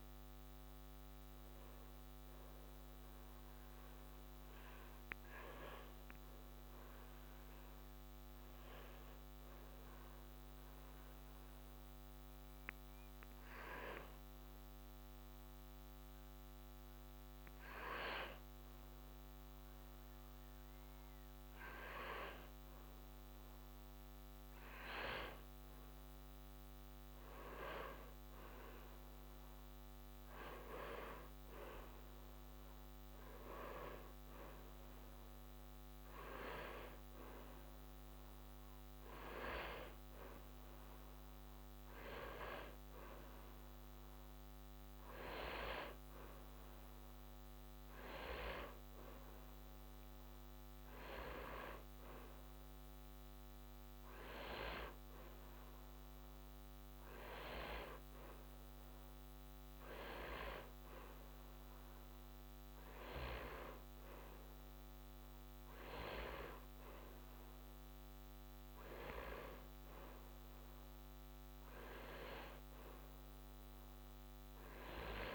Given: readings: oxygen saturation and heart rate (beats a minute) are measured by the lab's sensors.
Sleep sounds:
breathing in sleep by a microphone on the trachea; 1
7.00-20.50 s: hypopnea (oxygen 96% before, 95% lowest, heart rate 74 before, 59 extreme, up 11 after)
22.00-26.00 s: arousal
From the record:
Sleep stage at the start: N1 (lightest sleep); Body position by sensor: on the back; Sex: male

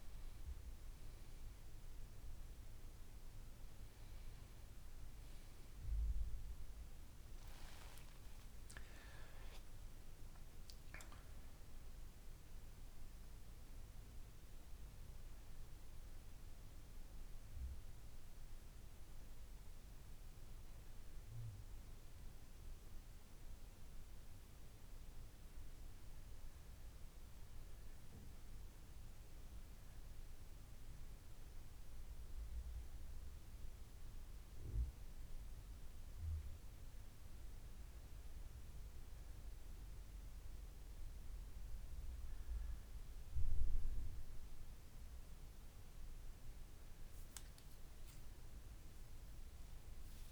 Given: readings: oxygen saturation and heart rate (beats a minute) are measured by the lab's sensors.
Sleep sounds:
a person awake in a sleep study, hard to hear, by a room microphone; none
none scored
From the record:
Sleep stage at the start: awake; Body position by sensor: on the back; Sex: male

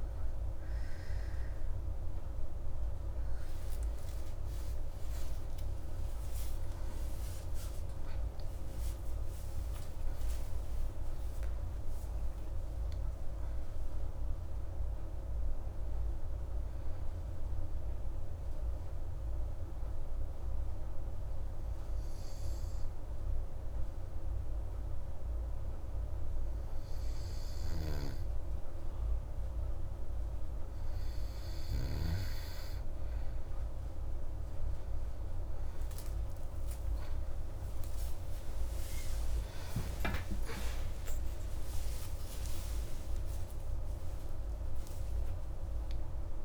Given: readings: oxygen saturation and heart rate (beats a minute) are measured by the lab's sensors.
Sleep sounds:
breathing in sleep, hard to hear, by a room microphone; 1
6.00-11.50 s: arousal
17.00-30.00 s: hypopnea (oxygen 98% before, 93% lowest, heart rate 49 before, 43 extreme)
38.00-43.00 s: arousal
39.00-46.45 s: oxygen desaturation (device-marked, oxygen 98% before, 94% lowest, heart rate 92 before, 122 extreme)
From the record:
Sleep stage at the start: N2 (light sleep); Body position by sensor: on the back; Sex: female

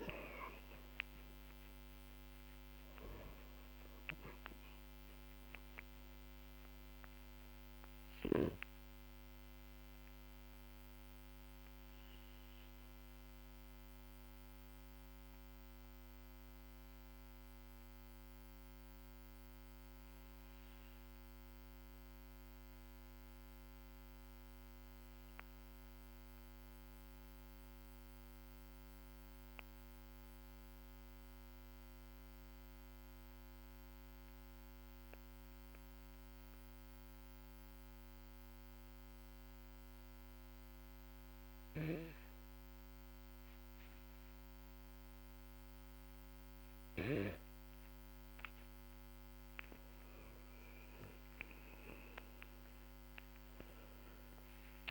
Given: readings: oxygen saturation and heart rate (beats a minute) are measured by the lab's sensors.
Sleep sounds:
breathing in sleep by a microphone on the trachea; 1
1.50-30.50 s: oxygen desaturation (device-marked, oxygen 96% before, 92% lowest, heart rate 53 before, 45 extreme)
8.50-49.00 s: mixed apnea (oxygen 97% before, 91% lowest, heart rate 52 before, 44 extreme, up 8 after)
38.50-48.50 s: oxygen desaturation (device-marked, oxygen 99% before, 96% lowest, heart rate 51 before, 44 extreme)
50.00-53.50 s: arousal
50.50-54.90 s: oxygen desaturation (device-marked, oxygen 98% before, 91% lowest, heart rate 54 before, 44 extreme)
From the record:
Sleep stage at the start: N2 (light sleep); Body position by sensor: on the back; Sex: male

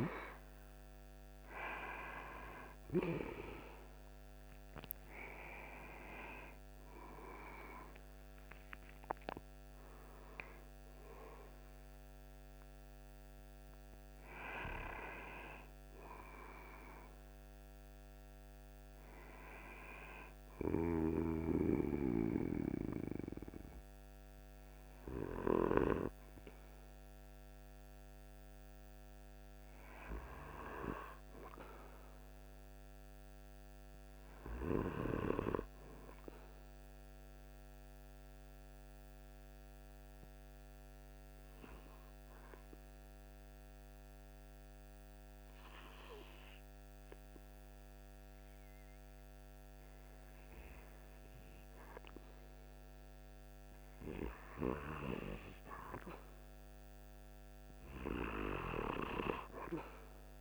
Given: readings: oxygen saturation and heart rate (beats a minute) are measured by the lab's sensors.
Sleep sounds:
breathing in sleep by a microphone on the trachea; 1
4.50-9.00 s: arousal
35.50-50.00 s: obstructive apnea (oxygen 97% before, 94% lowest, heart rate 52 before, 47 extreme, up 0 after)
51.50-55.50 s: arousal
From the record:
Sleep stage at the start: REM sleep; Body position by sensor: on the right side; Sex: male

